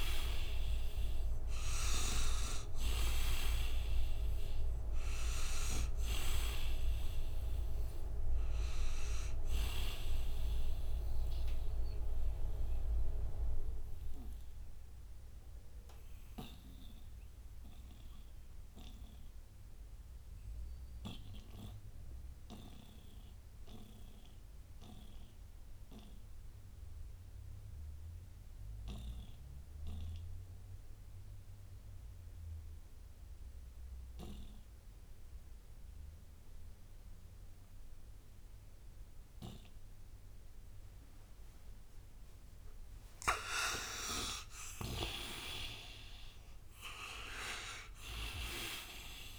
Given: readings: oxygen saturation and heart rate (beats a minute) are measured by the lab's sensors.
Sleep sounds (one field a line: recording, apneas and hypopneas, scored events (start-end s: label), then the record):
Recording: breathing in sleep by a room microphone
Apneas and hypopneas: 1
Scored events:
0.00-28.00 s: oxygen desaturation (device-marked, oxygen 80% lowest, heart rate 58 extreme)
10.50-42.00 s: mixed apnea (oxygen 99% before, 80% lowest, heart rate 66 before, 58 extreme, up 17 after)
43.00-46.50 s: arousal
46.00-49.38 s: oxygen desaturation (device-marked, oxygen 98% before, 85% lowest, heart rate 61 before, 58 extreme)
From the record:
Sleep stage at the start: N2 (light sleep)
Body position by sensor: on the right side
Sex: male